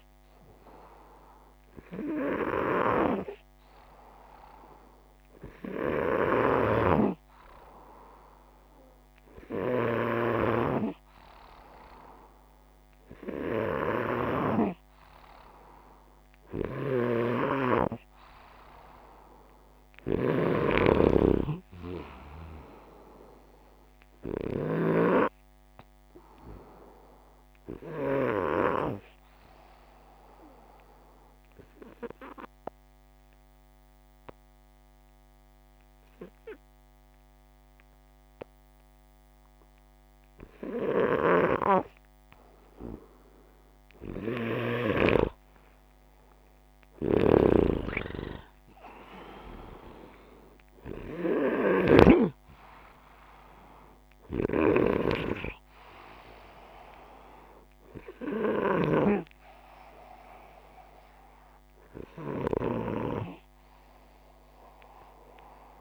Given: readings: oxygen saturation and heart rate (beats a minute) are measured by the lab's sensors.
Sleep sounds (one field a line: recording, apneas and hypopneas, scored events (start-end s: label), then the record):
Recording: breathing in sleep by a microphone on the trachea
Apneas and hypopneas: 1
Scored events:
14.00-29.00 s: oxygen desaturation (device-marked, oxygen 97% before, 93% lowest, heart rate 62 before, 59 extreme)
19.50-23.50 s: arousal
29.50-41.00 s: obstructive apnea (oxygen 97% before, 92% lowest, heart rate 64 before, 59 extreme, up 7 after)
43.00-48.50 s: arousal
46.00-51.50 s: snoring (device-marked)
From the record:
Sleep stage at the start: N2 (light sleep)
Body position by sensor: upright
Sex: male